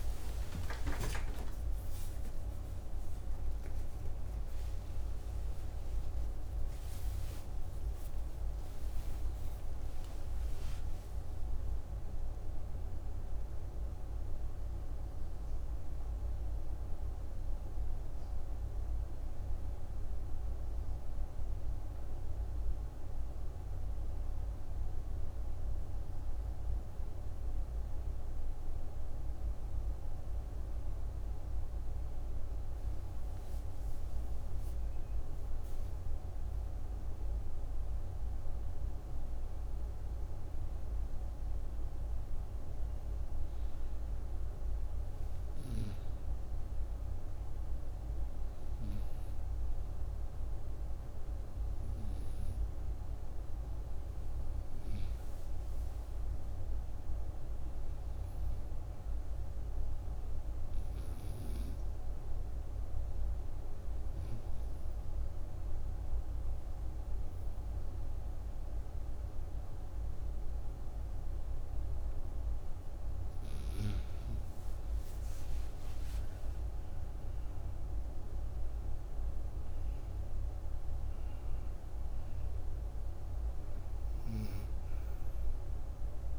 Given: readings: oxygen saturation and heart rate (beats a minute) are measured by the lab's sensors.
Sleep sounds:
a person partly awake in a sleep study, hard to hear, by a room microphone; 2
8.00-27.00 s: oxygen desaturation (device-marked, oxygen 96% before, 92% lowest, heart rate 77 before, 62 extreme)
16.00-86.39 s: new sleep stage, N2 (light sleep)
17.50-32.50 s: hypopnea (oxygen 97% before, 92% lowest, heart rate 86 before, 62 extreme, up 6 after)
35.00-39.00 s: arousal
42.00-66.00 s: oxygen desaturation (device-marked, oxygen 99% before, 93% lowest, heart rate 67 before, 59 extreme)
62.00-74.00 s: obstructive apnea (oxygen 99% before, 88% lowest, heart rate 66 before, 60 extreme, up 15 after)
76.50-81.00 s: arousal
80.00-86.39 s: oxygen desaturation (device-marked, oxygen 96% before, 88% lowest, heart rate 64 before, 59 extreme)
From the record:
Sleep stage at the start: awake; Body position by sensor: on the right side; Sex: female

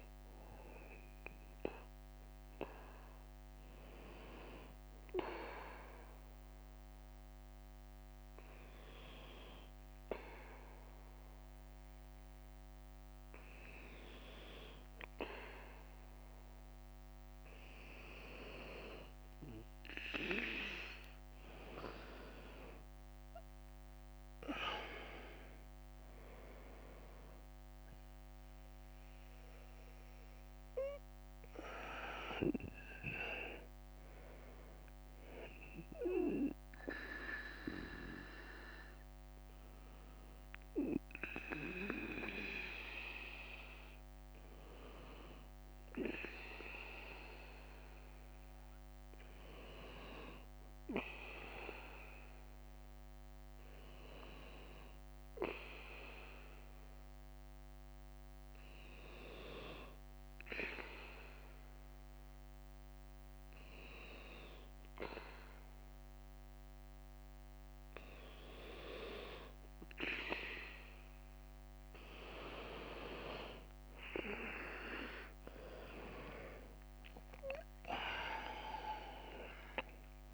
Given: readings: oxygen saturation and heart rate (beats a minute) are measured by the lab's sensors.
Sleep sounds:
breathing in sleep by a microphone on the trachea; 2
4.50-18.00 s: hypopnea (oxygen 97% before, 92% lowest, heart rate 63 before, 57 extreme, up 5 after)
5.50-14.50 s: bradycardia (device-marked, heart rate 61 before, 57 extreme)
20.00-23.50 s: arousal
21.50-44.50 s: oxygen desaturation (device-marked, oxygen 96% before, 93% lowest, heart rate 60 before, 56 extreme)
37.50-45.50 s: bradycardia (device-marked, heart rate 61 before, 58 extreme)
44.00-46.50 s: arousal
49.00-71.00 s: hypopnea (oxygen 97% before, 92% lowest, heart rate 60 before, 56 extreme, up 10 after)
52.50-71.50 s: bradycardia (device-marked, heart rate 61 before, 56 extreme)
63.50-80.34 s: oxygen desaturation (device-marked, oxygen 97% before, 92% lowest, heart rate 59 before, 54 extreme)
74.50-80.34 s: drop in pulse transit time (device-marked, heart rate 57 before, 60 extreme)
75.50-79.00 s: arousal
From the record:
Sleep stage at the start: N2 (light sleep); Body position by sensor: on the right side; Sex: male

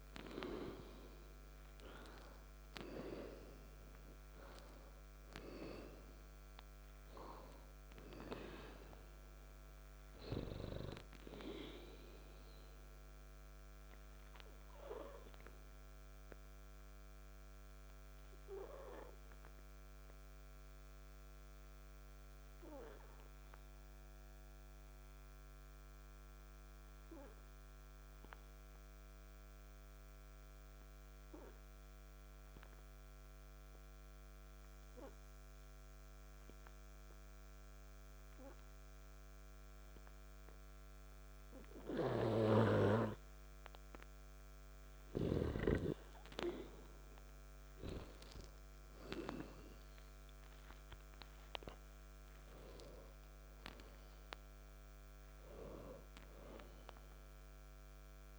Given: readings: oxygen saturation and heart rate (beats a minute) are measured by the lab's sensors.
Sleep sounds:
breathing in sleep by a microphone on the trachea; 1
0.00-2.50 s: arousal
16.00-40.00 s: oxygen desaturation (device-marked, oxygen 96% before, 89% lowest, heart rate 54 before, 49 extreme)
17.00-43.50 s: obstructive apnea (oxygen 97% before, 89% lowest, heart rate 55 before, 49 extreme, up 1 after)
46.00-51.50 s: arousal
53.00-58.00 s: oxygen desaturation (device-marked, oxygen 98% before, 94% lowest, heart rate 52 before, 55 extreme)
From the record:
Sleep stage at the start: N2 (light sleep); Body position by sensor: on the back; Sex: male

